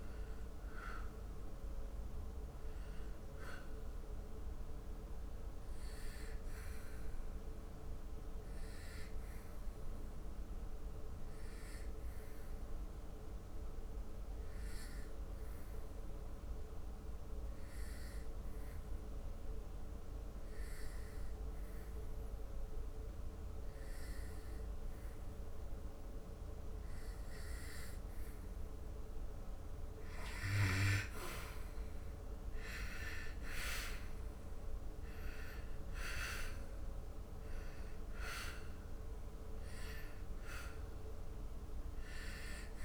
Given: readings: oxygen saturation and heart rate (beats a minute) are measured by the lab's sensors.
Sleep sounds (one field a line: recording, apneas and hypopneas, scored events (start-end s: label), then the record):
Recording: breathing in sleep by a room microphone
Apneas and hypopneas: 1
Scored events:
0.00-19.50 s: oxygen desaturation (device-marked, oxygen 82% lowest, heart rate 65 extreme)
2.50-27.50 s: obstructive apnea (oxygen 98% before, 82% lowest, heart rate 73 before, 67 extreme, up 5 after)
29.50-42.85 s: oxygen desaturation (device-marked, oxygen 99% before, 86% lowest, heart rate 74 before, 67 extreme)
31.00-34.50 s: arousal
From the record:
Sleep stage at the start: N2 (light sleep)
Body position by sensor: on the back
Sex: male